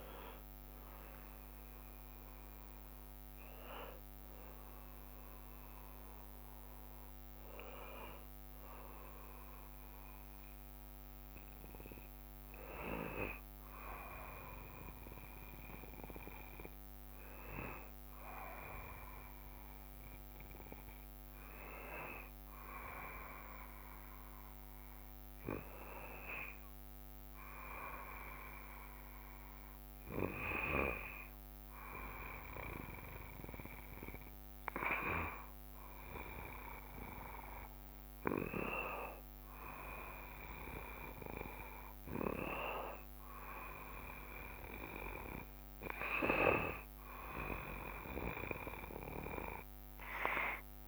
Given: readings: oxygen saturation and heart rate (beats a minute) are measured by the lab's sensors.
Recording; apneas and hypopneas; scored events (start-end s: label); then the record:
breathing in sleep by a microphone on the trachea; none
0.00-2.00 s: long interval between heartbeats (device-marked, heart rate 92 before, 79 extreme)
0.00-22.50 s: oxygen desaturation (device-marked, oxygen 77% lowest, heart rate 68 extreme)
34.50-50.88 s: oxygen desaturation (device-marked, oxygen 95% before, 89% lowest, heart rate 69 before, 69 extreme)
44.00-48.00 s: arousal
From the record:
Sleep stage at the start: N1 (lightest sleep); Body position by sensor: on the back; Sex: male